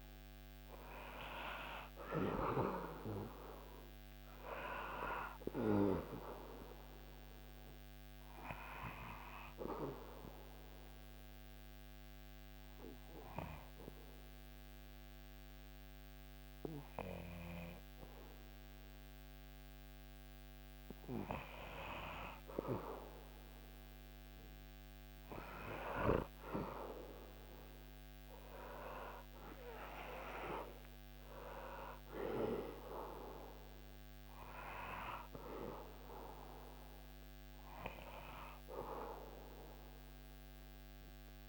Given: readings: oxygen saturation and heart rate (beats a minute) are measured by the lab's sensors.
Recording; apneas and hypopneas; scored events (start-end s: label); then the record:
breathing in sleep by a microphone on the trachea; 1
9.50-21.50 s: obstructive apnea (oxygen 98% before, 94% lowest, heart rate 77 before, 75 extreme, up 4 after)
24.50-28.00 s: arousal
30.50-41.49 s: oxygen desaturation (device-marked, oxygen 98% before, 94% lowest, heart rate 76 before, 74 extreme)
From the record:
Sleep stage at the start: N2 (light sleep); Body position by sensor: on the back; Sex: male